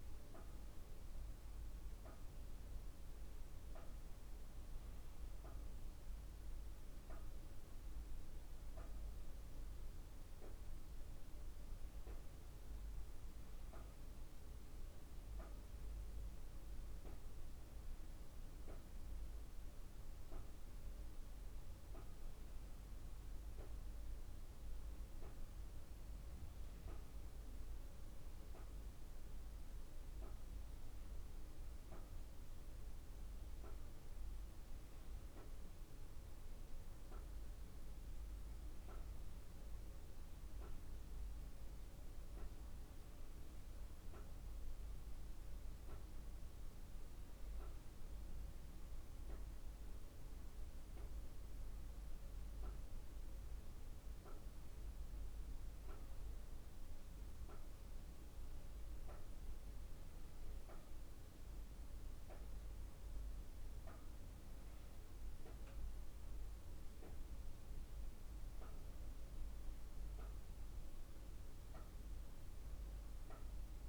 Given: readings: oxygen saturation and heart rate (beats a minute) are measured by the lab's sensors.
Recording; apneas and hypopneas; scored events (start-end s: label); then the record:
breathing in sleep, hard to hear, by a room microphone; none
11.00-21.00 s: drop in pulse transit time (device-marked, heart rate 50 before, 47 extreme)
From the record:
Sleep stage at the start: N2 (light sleep); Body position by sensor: on the back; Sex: female